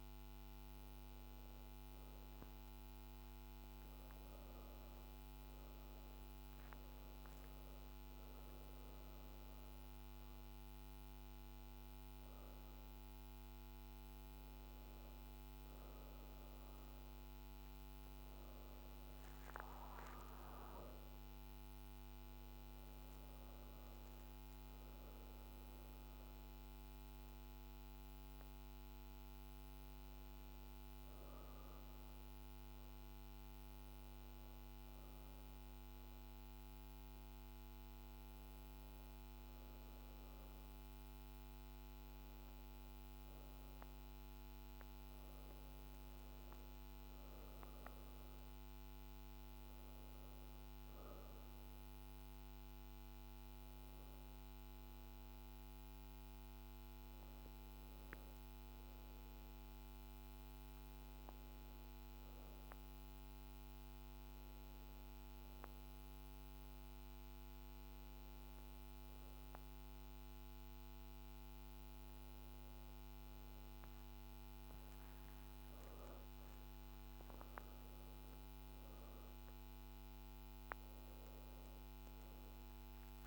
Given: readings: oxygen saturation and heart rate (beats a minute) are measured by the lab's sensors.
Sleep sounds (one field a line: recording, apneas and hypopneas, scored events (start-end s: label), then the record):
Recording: breathing in sleep, hard to hear, by a microphone on the trachea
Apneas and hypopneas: 1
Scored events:
29.00-42.50 s: hypopnea (oxygen 96% before, 93% lowest, heart rate 32 before, 27 extreme, up 2 after)
46.00-51.00 s: arousal
49.50-61.50 s: oxygen desaturation (device-marked, oxygen 97% before, 93% lowest, heart rate 40 before, 26 extreme)
77.00-82.00 s: arousal
From the record:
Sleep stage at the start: N2 (light sleep)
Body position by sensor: on the back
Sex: female